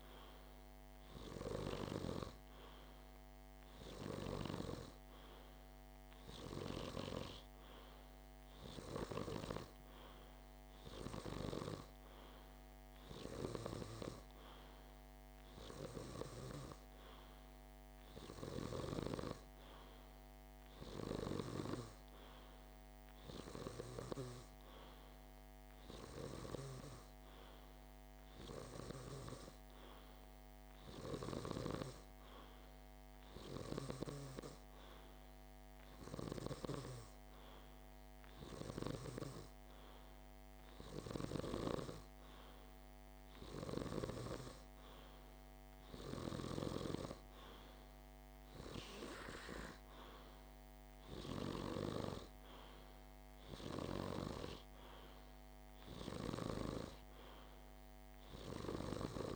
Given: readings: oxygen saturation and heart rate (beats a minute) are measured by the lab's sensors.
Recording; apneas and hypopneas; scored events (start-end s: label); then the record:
breathing in sleep by a microphone on the trachea; none
none scored
From the record:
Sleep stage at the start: N2 (light sleep); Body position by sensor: on the back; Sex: male